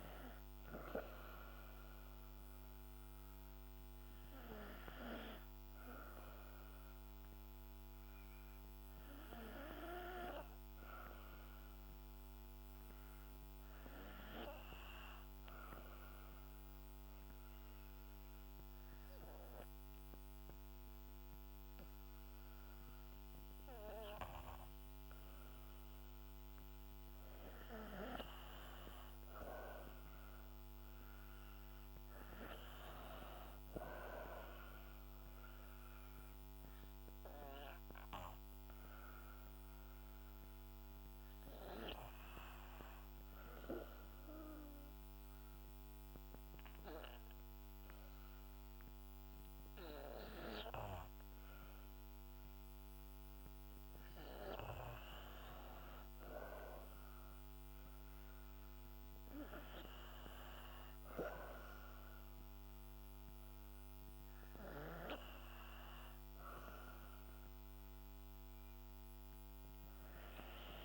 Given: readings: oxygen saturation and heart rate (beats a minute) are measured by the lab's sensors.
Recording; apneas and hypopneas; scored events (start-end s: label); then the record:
breathing in sleep by a microphone on the trachea; 2
0.00-14.00 s: oxygen desaturation (device-marked, oxygen 87% lowest, heart rate 61 extreme)
1.50-27.00 s: obstructive apnea (oxygen 97% before, 87% lowest, heart rate 67 before, 61 extreme, up 6 after)
27.00-47.00 s: oxygen desaturation (device-marked, oxygen 98% before, 88% lowest, heart rate 65 before, 63 extreme)
29.00-32.00 s: arousal
36.50-52.00 s: obstructive apnea (oxygen 98% before, 88% lowest, heart rate 67 before, 63 extreme, up 5 after)
55.50-60.00 s: arousal
57.00-70.85 s: oxygen desaturation (device-marked, oxygen 97% before, 88% lowest, heart rate 66 before, 58 extreme)
From the record:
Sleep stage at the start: N2 (light sleep); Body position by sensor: on the back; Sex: female